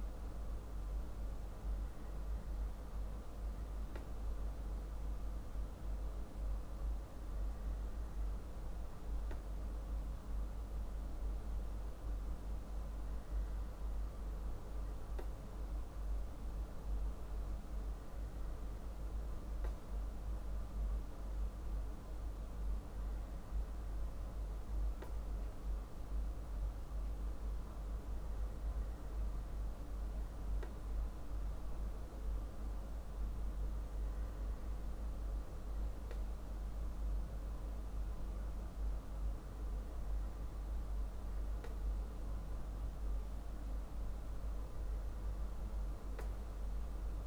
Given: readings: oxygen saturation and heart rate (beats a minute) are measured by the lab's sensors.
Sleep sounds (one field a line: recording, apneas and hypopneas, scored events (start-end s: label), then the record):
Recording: breathing in sleep, hard to hear, by a room microphone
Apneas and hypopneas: none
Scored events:
none scored
From the record:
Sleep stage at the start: N2 (light sleep)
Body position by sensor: on the back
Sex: male